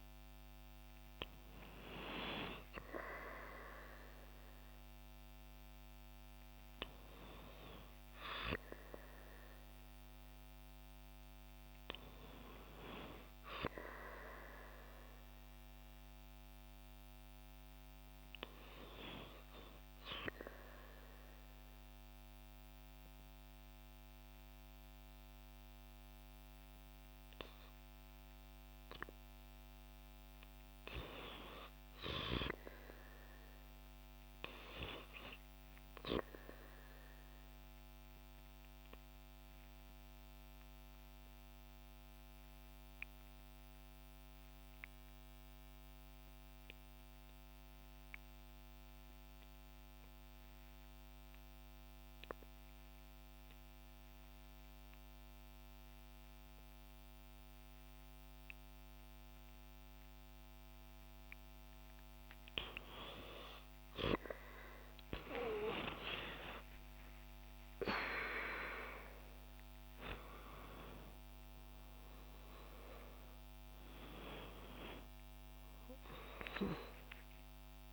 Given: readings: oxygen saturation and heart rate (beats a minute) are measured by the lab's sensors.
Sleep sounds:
breathing in sleep by a microphone on the trachea; 2
19.50-29.50 s: obstructive apnea (oxygen 97% before, 84% lowest, heart rate 64 before, 61 extreme, up 2 after)
30.00-33.00 s: arousal
34.50-61.50 s: obstructive apnea (oxygen 97% before, 84% lowest, heart rate 62 before, 62 extreme)
55.00-77.93 s: oxygen desaturation (device-marked, oxygen 94% before, 84% lowest, heart rate 63 before, 59 extreme)
71.00-77.93 s: new sleep stage, awake
From the record:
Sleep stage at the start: REM sleep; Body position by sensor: on the back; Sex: female

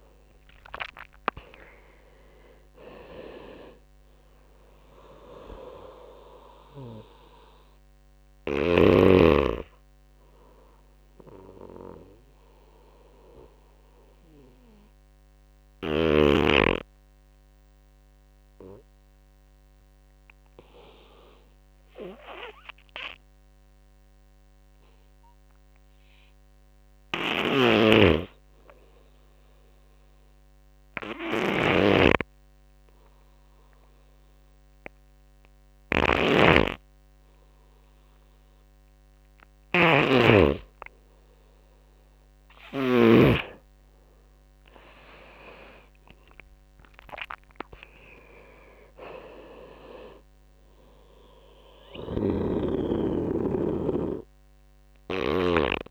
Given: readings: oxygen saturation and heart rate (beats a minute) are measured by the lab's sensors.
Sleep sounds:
breathing in sleep by a microphone on the trachea; 1
0.00-1.00 s: arousal
0.00-24.50 s: oxygen desaturation (device-marked, oxygen 86% lowest)
9.00-39.50 s: hypopnea (oxygen 97% before, 85% lowest)
26.50-42.50 s: snoring (device-marked)
37.50-55.91 s: oxygen desaturation (device-marked, oxygen 99% before, 85% lowest)
44.50-48.50 s: arousal
51.00-55.00 s: snoring (device-marked)
From the record:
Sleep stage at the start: N2 (light sleep); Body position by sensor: on the right side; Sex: male

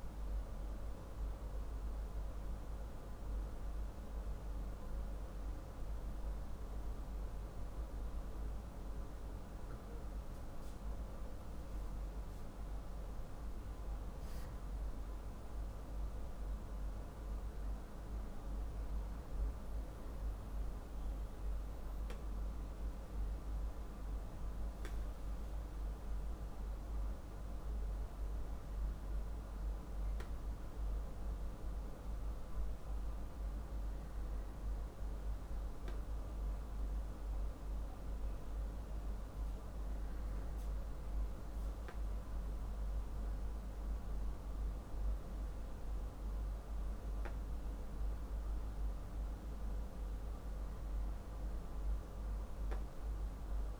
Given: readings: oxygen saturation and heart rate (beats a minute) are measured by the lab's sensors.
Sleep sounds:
breathing in sleep, hard to hear, by a room microphone; none
none scored
From the record:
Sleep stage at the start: N2 (light sleep); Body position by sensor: on the back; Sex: male

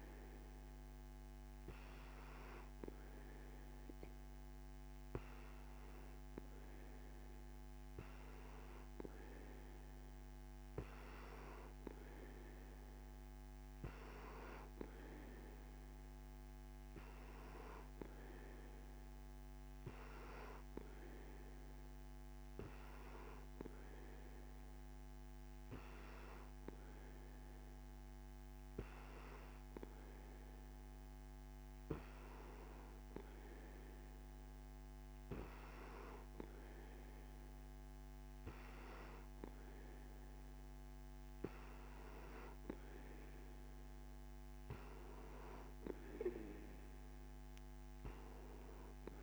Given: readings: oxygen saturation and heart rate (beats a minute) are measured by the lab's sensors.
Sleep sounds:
breathing in sleep by a microphone on the trachea; none
none scored
From the record:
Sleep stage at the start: N2 (light sleep); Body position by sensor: on the back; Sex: male

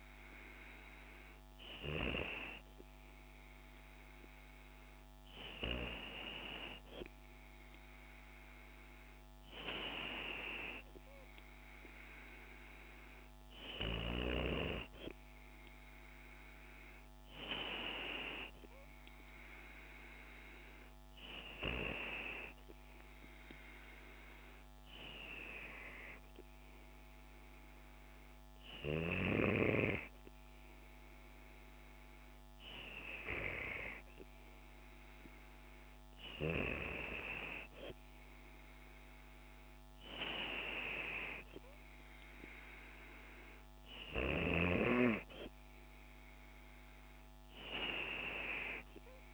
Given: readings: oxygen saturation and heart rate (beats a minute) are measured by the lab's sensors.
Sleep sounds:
breathing in sleep by a microphone on the trachea; 1
17.00-20.50 s: arousal
23.50-35.00 s: hypopnea (oxygen 96% before, 95% lowest, heart rate 72 before, 71 extreme, up 0 after)
37.50-41.00 s: arousal
From the record:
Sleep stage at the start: N2 (light sleep); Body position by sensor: on the back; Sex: female

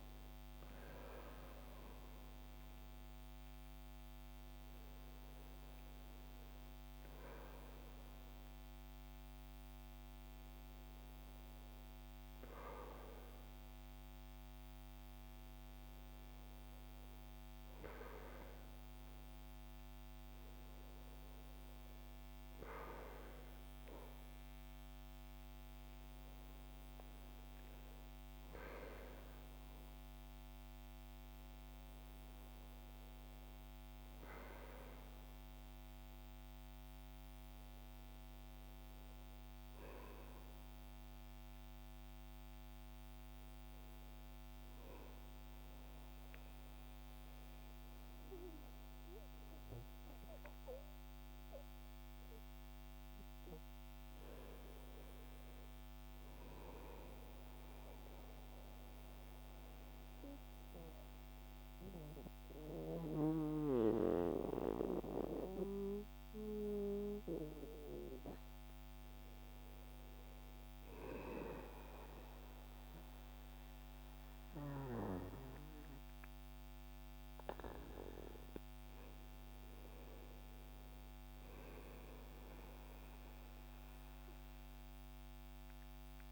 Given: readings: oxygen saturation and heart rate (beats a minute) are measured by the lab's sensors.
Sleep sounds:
breathing in sleep by a microphone on the trachea; 1
0.00-20.50 s: oxygen desaturation (device-marked, oxygen 81% lowest, heart rate 63 extreme)
53.50-56.00 s: arousal
57.00-68.00 s: central apnea (oxygen 98% before, 90% lowest, heart rate 64 before, 61 extreme, up 2 after)
69.50-72.50 s: arousal
75.50-86.32 s: oxygen desaturation (device-marked, oxygen 95% before, 90% lowest, heart rate 63 before, 62 extreme)
From the record:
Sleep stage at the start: N2 (light sleep); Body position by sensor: on the back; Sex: male

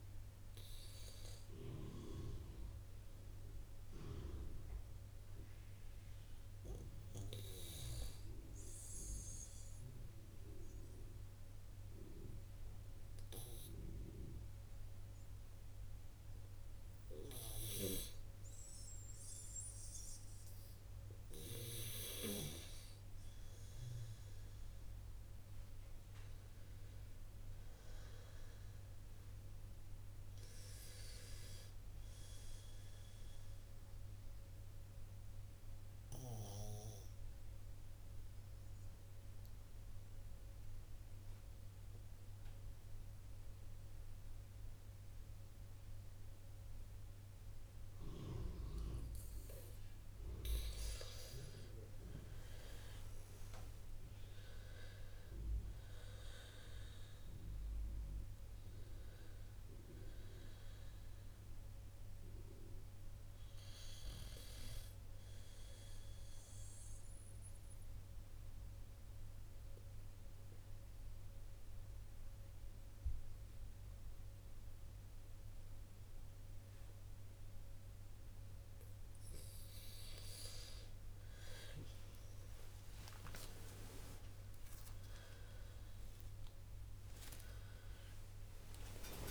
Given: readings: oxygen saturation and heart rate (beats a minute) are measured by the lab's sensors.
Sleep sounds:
breathing in sleep by a room microphone; 3
0.00-14.50 s: oxygen desaturation (device-marked, oxygen 80% lowest, heart rate 56 extreme)
8.50-18.50 s: obstructive apnea (oxygen 91% before, 82% lowest, heart rate 59 before, 57 extreme, up 4 after)
23.50-27.50 s: arousal
27.50-52.50 s: oxygen desaturation (device-marked, oxygen 94% before, 83% lowest, heart rate 59 before, 57 extreme)
32.00-50.00 s: obstructive apnea (oxygen 95% before, 82% lowest, heart rate 60 before, 57 extreme, up 13 after)
52.50-56.50 s: arousal
54.50-81.50 s: oxygen desaturation (device-marked, oxygen 92% before, 82% lowest, heart rate 59 before, 57 extreme)
61.50-78.50 s: obstructive apnea (oxygen 92% before, 82% lowest, heart rate 63 before, 57 extreme, up 20 after)
87.50-89.31 s: new sleep stage, N1 (lightest sleep)
From the record:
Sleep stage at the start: N2 (light sleep); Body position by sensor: on the right side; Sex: female

